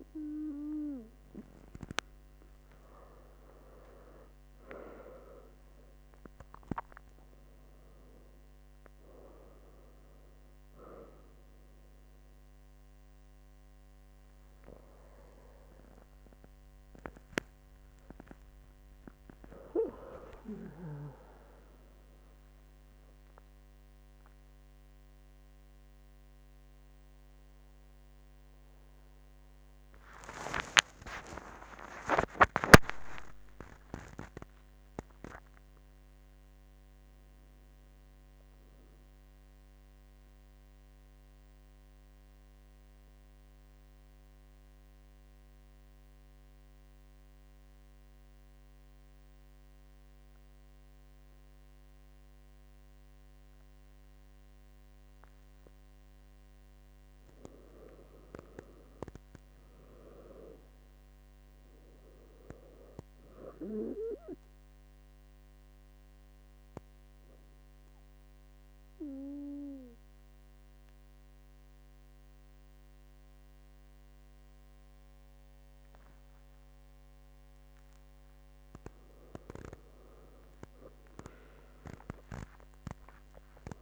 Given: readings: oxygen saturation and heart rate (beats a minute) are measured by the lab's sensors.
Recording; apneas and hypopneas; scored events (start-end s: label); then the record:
a person partly awake in a sleep study, by a microphone on the trachea; 2
0.00-21.00 s: oxygen desaturation (device-marked, oxygen 94% lowest, heart rate 68 extreme)
8.00-38.00 s: new sleep stage, awake
38.00-83.82 s: new sleep stage, N1 (lightest sleep)
40.50-56.00 s: obstructive apnea (oxygen 99% before, 93% lowest, heart rate 101 before, 67 extreme, up 10 after)
54.00-83.00 s: oxygen desaturation (device-marked, oxygen 100% before, 93% lowest, heart rate 88 before, 68 extreme)
58.00-61.50 s: arousal
69.00-79.00 s: obstructive apnea (oxygen 100% before, 93% lowest, heart rate 73 before, 69 extreme, up 31 after)
From the record:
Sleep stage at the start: N1 (lightest sleep); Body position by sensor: on the back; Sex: female